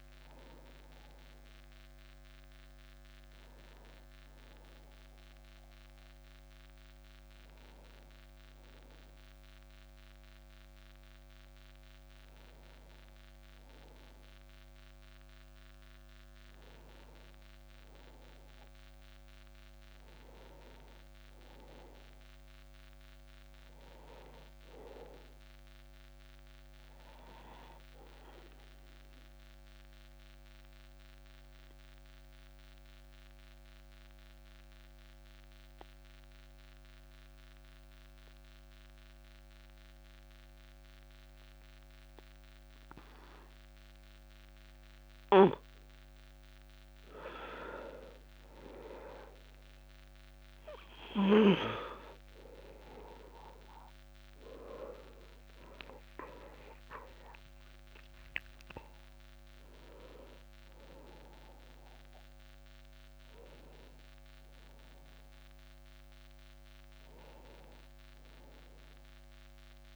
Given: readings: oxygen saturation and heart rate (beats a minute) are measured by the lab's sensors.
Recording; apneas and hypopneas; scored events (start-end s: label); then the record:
breathing in sleep by a microphone on the trachea; 1
0.00-19.00 s: oxygen desaturation (device-marked, oxygen 91% lowest)
18.50-22.50 s: arousal
27.50-47.00 s: obstructive apnea (oxygen 99% before, 92% lowest, heart rate 43 before, 36 extreme, up 22 after)
47.00-69.96 s: oxygen desaturation (device-marked, oxygen 98% before, 92% lowest, heart rate 44 before, 28 extreme)
47.50-51.00 s: arousal
From the record:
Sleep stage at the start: N2 (light sleep); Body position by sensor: on the back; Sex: male